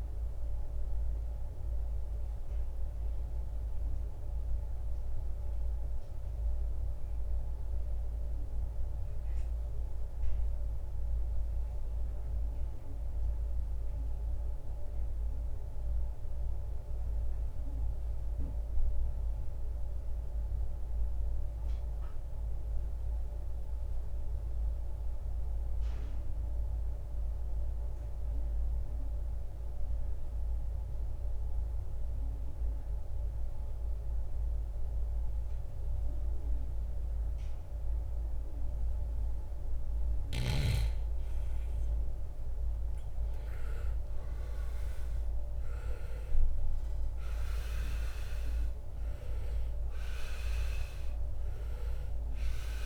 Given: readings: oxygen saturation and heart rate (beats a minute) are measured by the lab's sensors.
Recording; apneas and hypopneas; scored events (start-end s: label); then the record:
breathing in sleep, hard to hear, by a room microphone; 1
0.00-19.50 s: oxygen desaturation (device-marked, oxygen 81% lowest, heart rate 52 extreme)
6.00-40.00 s: mixed apnea (oxygen 96% before, 81% lowest, heart rate 81 before, 52 extreme, up 17 after)
22.50-52.86 s: new sleep stage, N2 (light sleep)
38.50-52.86 s: oxygen desaturation (device-marked, oxygen 97% before, 82% lowest, heart rate 63 before, 56 extreme)
42.00-46.00 s: arousal
From the record:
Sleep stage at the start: N1 (lightest sleep); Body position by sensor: on the right side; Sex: male